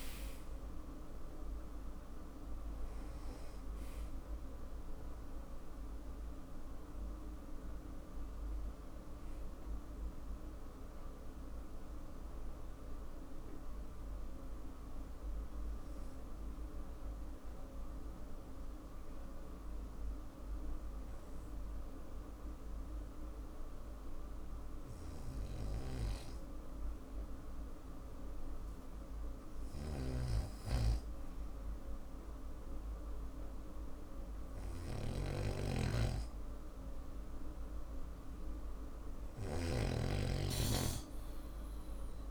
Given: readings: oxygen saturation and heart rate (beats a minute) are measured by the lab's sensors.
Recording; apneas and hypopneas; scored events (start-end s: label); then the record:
breathing in sleep by a room microphone; 1
0.00-1.00 s: arousal
11.50-28.50 s: obstructive apnea (oxygen 98% before, 92% lowest, heart rate 61 before, 52 extreme, up 1 after)
17.00-30.00 s: oxygen desaturation (device-marked, oxygen 97% before, 92% lowest, heart rate 60 before, 53 extreme)
30.00-42.31 s: snoring (device-marked)
32.50-36.50 s: arousal
From the record:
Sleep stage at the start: N2 (light sleep); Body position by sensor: on the back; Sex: male